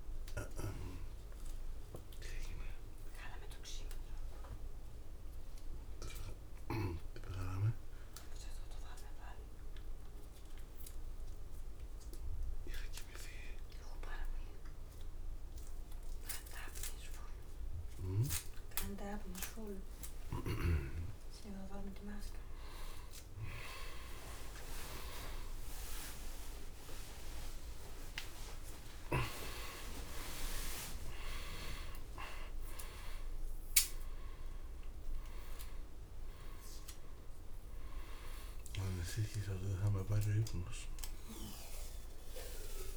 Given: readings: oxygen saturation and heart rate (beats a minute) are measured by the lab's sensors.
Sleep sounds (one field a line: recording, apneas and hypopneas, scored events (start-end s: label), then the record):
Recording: a person awake in a sleep study, by a room microphone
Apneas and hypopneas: none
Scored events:
5.00-42.97 s: new sleep stage, awake
From the record:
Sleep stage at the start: N2 (light sleep)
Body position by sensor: on the back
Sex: male